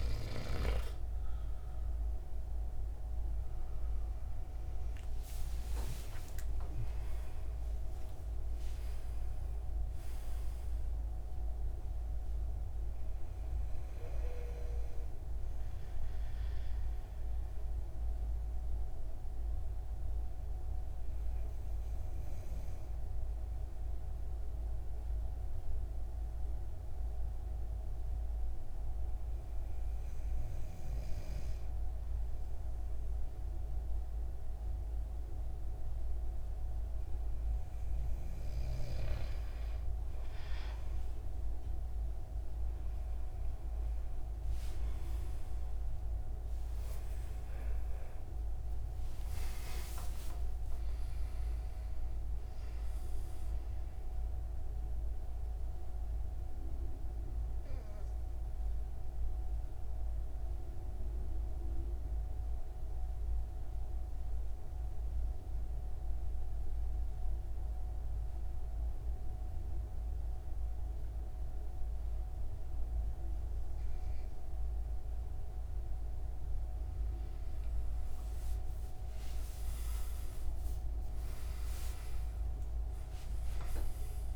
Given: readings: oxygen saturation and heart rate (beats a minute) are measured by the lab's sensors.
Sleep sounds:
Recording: breathing in sleep, hard to hear, by a room microphone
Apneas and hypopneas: 2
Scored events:
5.00-11.00 s: arousal
14.50-38.00 s: obstructive apnea (oxygen 97% before, 92% lowest, heart rate 158 before, 115 extreme, up 40 after)
43.50-49.50 s: arousal
56.50-76.00 s: obstructive apnea (oxygen 97% before, 93% lowest, heart rate 165 before, 97 extreme, up 21 after)
83.00-84.36 s: oxygen desaturation (device-marked, oxygen 97% before, 93% lowest, heart rate 116 before, 109 extreme)
From the record:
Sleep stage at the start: N2 (light sleep)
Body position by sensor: on the right side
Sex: male

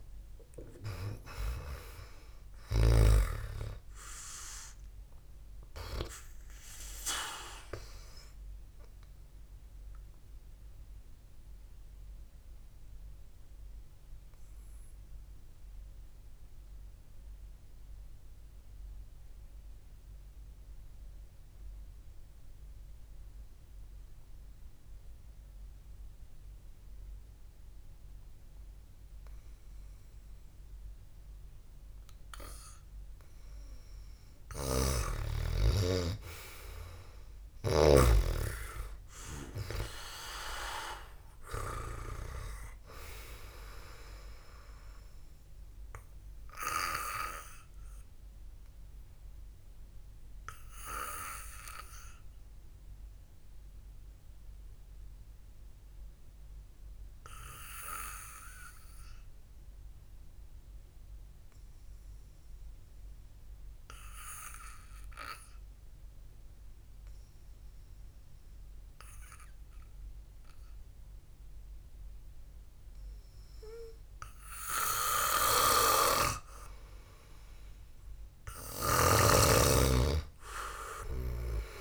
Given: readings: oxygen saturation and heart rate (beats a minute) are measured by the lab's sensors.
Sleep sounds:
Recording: breathing in sleep by a room microphone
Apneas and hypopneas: 2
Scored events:
0.00-3.50 s: snoring (device-marked)
10.50-30.50 s: mixed apnea (oxygen 97% before, 91% lowest, heart rate 59 before, 52 extreme)
34.50-38.50 s: arousal
35.00-38.50 s: snoring (device-marked)
48.00-74.00 s: obstructive apnea (oxygen 98% before, 91% lowest, heart rate 57 before, 55 extreme, up 0 after)
56.00-67.00 s: oxygen desaturation (device-marked, oxygen 95% before, 91% lowest, heart rate 58 before, 55 extreme)
75.50-79.50 s: arousal
79.00-81.81 s: snoring (device-marked)
From the record:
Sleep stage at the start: N2 (light sleep)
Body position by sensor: on the back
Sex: male

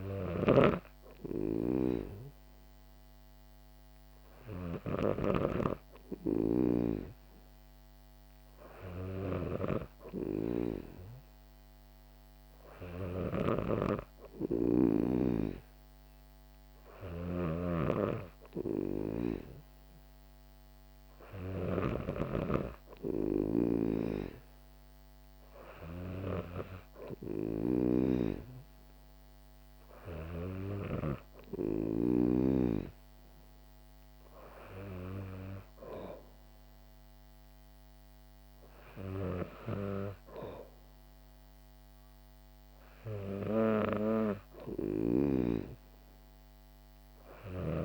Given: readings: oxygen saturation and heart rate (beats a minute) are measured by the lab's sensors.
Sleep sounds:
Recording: breathing in sleep by a microphone on the trachea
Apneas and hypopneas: none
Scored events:
0.50-5.50 s: snoring (device-marked)
13.00-17.50 s: snoring (device-marked)
From the record:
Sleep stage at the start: N2 (light sleep)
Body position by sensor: on the back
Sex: female

